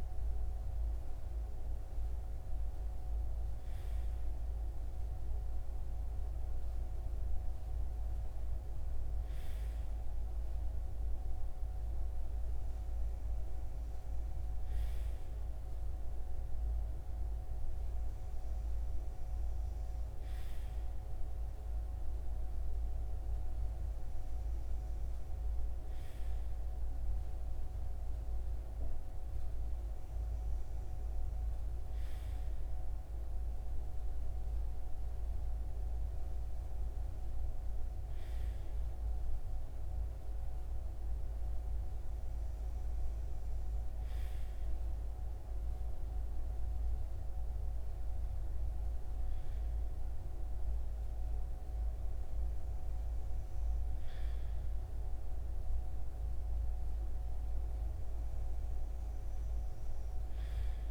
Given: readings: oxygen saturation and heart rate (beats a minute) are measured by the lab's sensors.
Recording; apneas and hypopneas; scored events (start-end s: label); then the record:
breathing in sleep, hard to hear, by a room microphone; none
none scored
From the record:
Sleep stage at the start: REM sleep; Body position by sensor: on the right side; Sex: male